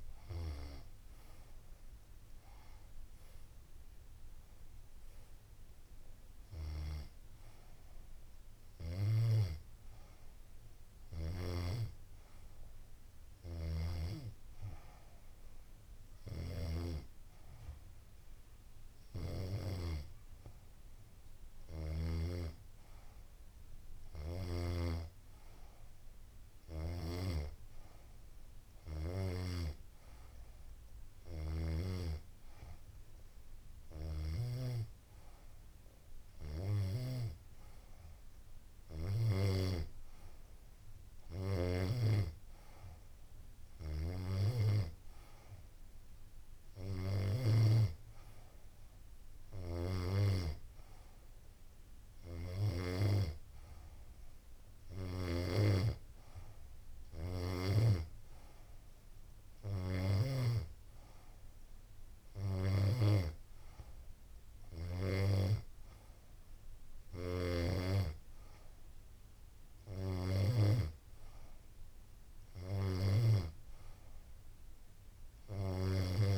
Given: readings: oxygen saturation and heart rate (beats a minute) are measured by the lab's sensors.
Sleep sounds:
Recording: breathing in sleep by a room microphone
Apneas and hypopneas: none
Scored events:
none scored
From the record:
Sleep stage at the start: N2 (light sleep)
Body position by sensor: on the back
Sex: female

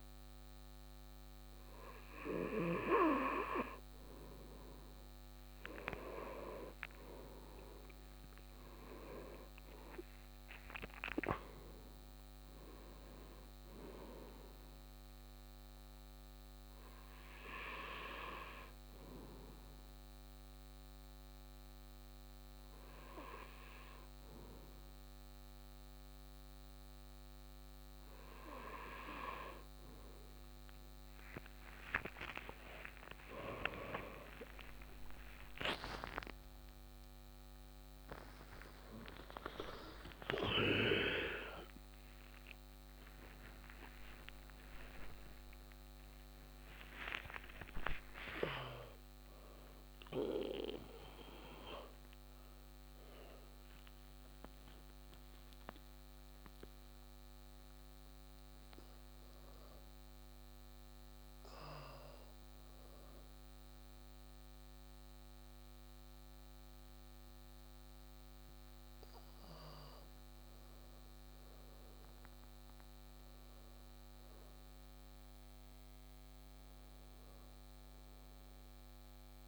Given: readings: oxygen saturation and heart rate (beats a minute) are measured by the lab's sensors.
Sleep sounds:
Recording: a person partly awake in a sleep study, by a microphone on the trachea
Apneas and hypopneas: none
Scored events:
8.00-13.00 s: arousal
25.00-55.00 s: new sleep stage, awake
35.00-43.00 s: tachycardia (device-marked, heart rate 61 before, 129 extreme)
55.00-79.47 s: new sleep stage, N1 (lightest sleep)
From the record:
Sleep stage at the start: N2 (light sleep)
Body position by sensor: on the right side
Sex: male

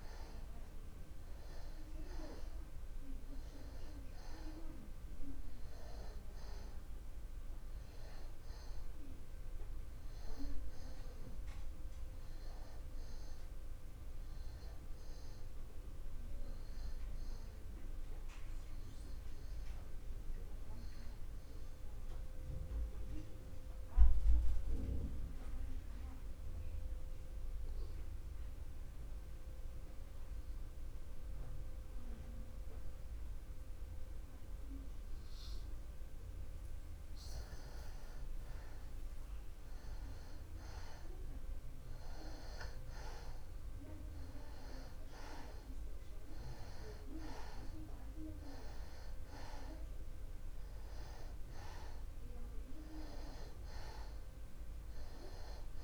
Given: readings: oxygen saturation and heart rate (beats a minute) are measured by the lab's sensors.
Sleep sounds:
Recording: breathing in sleep by a room microphone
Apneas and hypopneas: 1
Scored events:
3.00-31.00 s: oxygen desaturation (device-marked, oxygen 94% before, 91% lowest, heart rate 44 before, 44 extreme)
17.50-37.00 s: obstructive apnea (oxygen 94% before, 85% lowest, heart rate 58 before, 44 extreme, up 17 after)
39.00-42.50 s: arousal
46.00-55.84 s: oxygen desaturation (device-marked, oxygen 96% before, 85% lowest, heart rate 55 before, 35 extreme)
From the record:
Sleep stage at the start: N2 (light sleep)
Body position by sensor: on the back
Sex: male

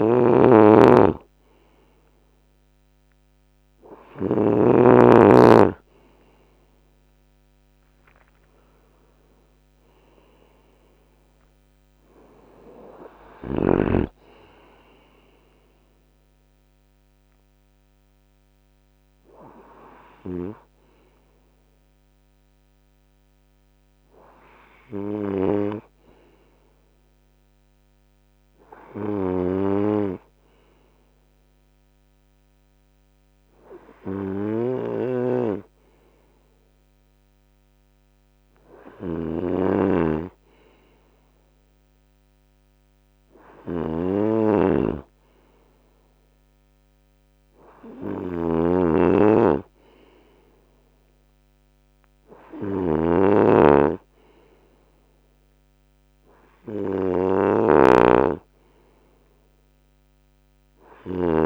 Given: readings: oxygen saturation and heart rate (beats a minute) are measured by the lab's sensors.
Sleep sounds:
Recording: breathing in sleep by a microphone on the trachea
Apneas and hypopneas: none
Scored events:
0.00-4.00 s: snoring (device-marked)
7.00-9.00 s: long interval between heartbeats (device-marked, heart rate 86 before, 83 extreme)
8.00-12.50 s: arousal
12.50-24.50 s: drop in pulse transit time (device-marked, heart rate 84 before, 73 extreme)
13.00-15.00 s: long interval between heartbeats (device-marked, heart rate 84 before, 87 extreme)
33.50-61.46 s: snoring (device-marked)
From the record:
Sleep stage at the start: N2 (light sleep)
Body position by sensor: on the right side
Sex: male

